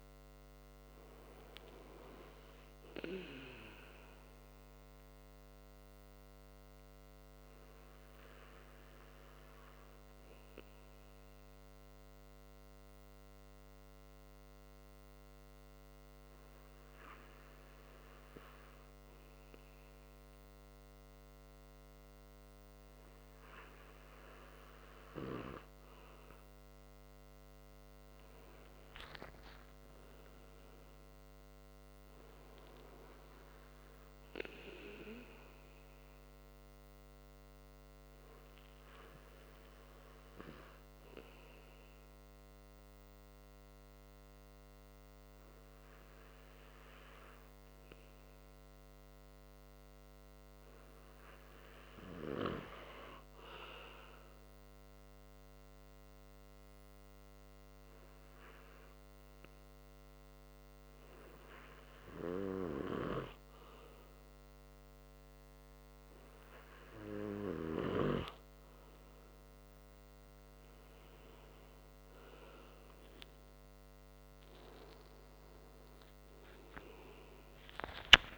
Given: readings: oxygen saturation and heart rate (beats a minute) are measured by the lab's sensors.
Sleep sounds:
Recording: breathing in sleep by a microphone on the trachea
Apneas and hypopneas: 3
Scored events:
5.00-25.00 s: obstructive apnea (oxygen 97% before, 94% lowest, heart rate 77 before, 68 extreme, up 40 after)
28.50-32.50 s: arousal
36.00-49.00 s: obstructive apnea (oxygen 97% before, 94% lowest, heart rate 82 before, 133 extreme, up 55 after)
51.00-54.50 s: arousal
57.00-69.00 s: hypopnea (oxygen 96% before, 94% lowest, heart rate 137 before, 75 extreme, up 17 after)
From the record:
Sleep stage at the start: N2 (light sleep)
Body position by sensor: on the back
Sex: male

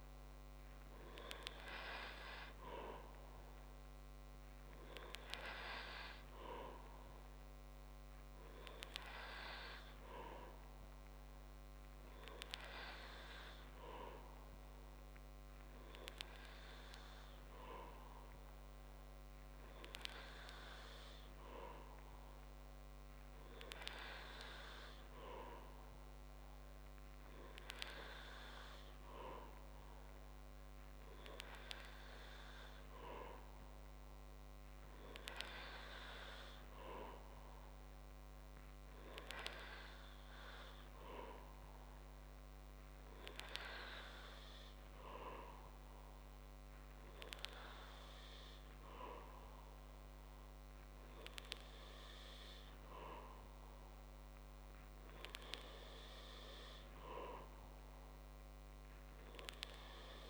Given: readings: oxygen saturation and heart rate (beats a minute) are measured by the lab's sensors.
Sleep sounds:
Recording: breathing in sleep by a microphone on the trachea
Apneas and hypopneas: none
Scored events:
none scored
From the record:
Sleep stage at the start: N3 (deep sleep)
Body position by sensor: on the back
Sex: male

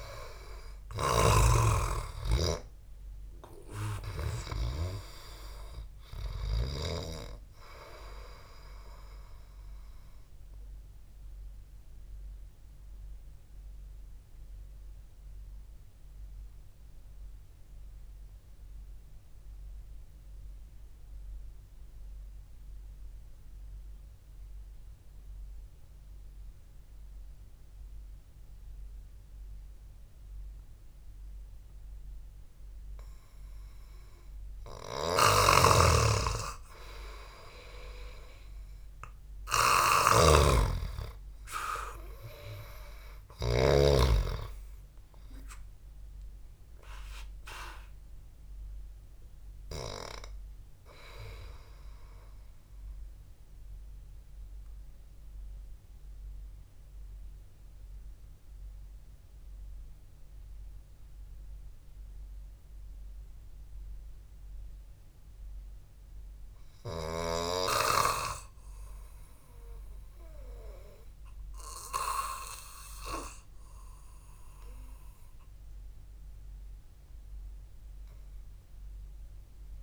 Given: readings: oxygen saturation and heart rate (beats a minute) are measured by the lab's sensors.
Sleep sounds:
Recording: breathing in sleep by a room microphone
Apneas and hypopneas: 2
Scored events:
0.00-5.00 s: snoring (device-marked)
1.00-15.00 s: oxygen desaturation (device-marked, oxygen 98% before, 93% lowest, heart rate 59 before, 54 extreme)
2.00-6.00 s: arousal
13.00-35.00 s: mixed apnea (oxygen 98% before, 92% lowest, heart rate 59 before, 52 extreme, up 1 after)
35.50-44.00 s: snoring (device-marked)
40.50-45.00 s: arousal
53.00-66.00 s: mixed apnea (oxygen 98% before, 92% lowest, heart rate 58 before, 54 extreme, up 2 after)
69.50-73.50 s: arousal
From the record:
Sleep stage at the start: N2 (light sleep)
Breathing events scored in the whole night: 459 in 5.0 hours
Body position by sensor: on the back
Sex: male

